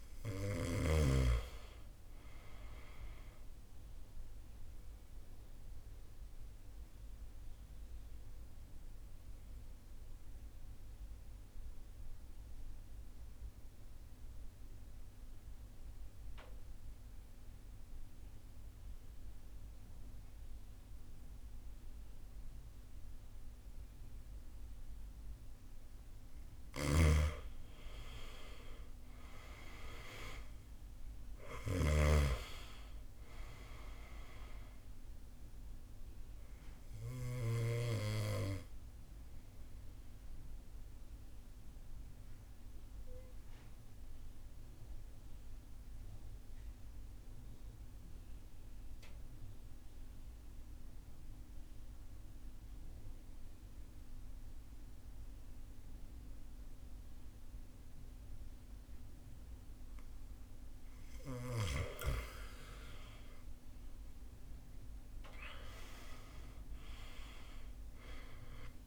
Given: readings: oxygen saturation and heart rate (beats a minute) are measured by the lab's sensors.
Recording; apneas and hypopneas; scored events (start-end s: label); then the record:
breathing in sleep by a room microphone; 2
3.00-24.00 s: oxygen desaturation (device-marked, oxygen 98% before, 90% lowest, heart rate 54 before, 50 extreme)
4.00-25.00 s: obstructive apnea (oxygen 98% before, 86% lowest, heart rate 54 before, 50 extreme, up 11 after)
27.00-31.00 s: arousal
29.00-56.00 s: oxygen desaturation (device-marked, oxygen 98% before, 87% lowest, heart rate 53 before, 50 extreme)
35.50-59.50 s: obstructive apnea (oxygen 98% before, 85% lowest, heart rate 56 before, 50 extreme, up 17 after)
62.00-66.50 s: arousal
From the record:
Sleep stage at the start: N2 (light sleep); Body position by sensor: on the right side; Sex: male